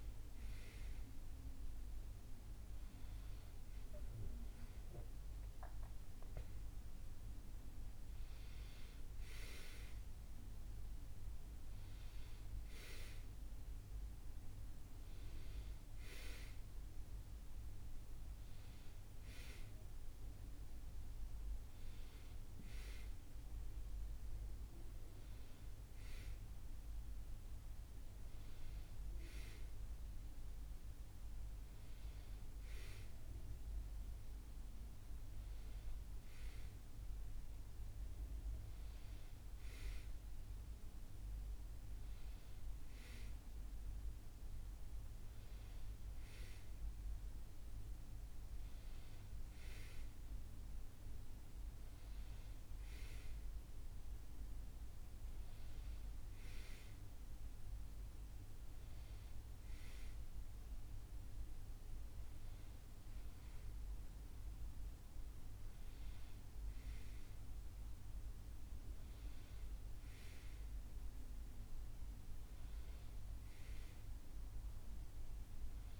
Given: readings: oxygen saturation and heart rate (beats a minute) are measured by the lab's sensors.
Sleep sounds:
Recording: a person partly awake in a sleep study, hard to hear, by a room microphone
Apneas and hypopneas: none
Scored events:
13.50-76.00 s: new sleep stage, N1 (lightest sleep)
From the record:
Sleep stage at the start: awake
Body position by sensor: on the back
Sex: male

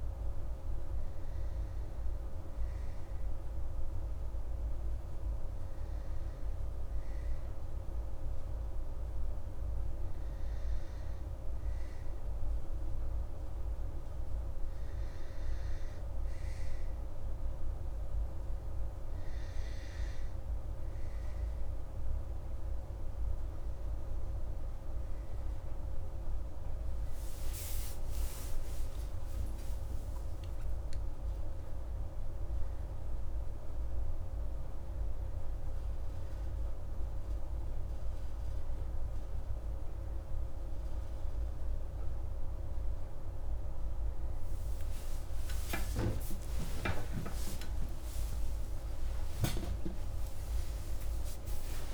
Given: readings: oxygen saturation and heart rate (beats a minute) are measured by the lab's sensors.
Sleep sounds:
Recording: breathing in sleep, hard to hear, by a room microphone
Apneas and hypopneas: none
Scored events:
32.50-51.94 s: new sleep stage, N1 (lightest sleep)
46.00-51.94 s: arousal
From the record:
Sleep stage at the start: N2 (light sleep)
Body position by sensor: on the back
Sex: female

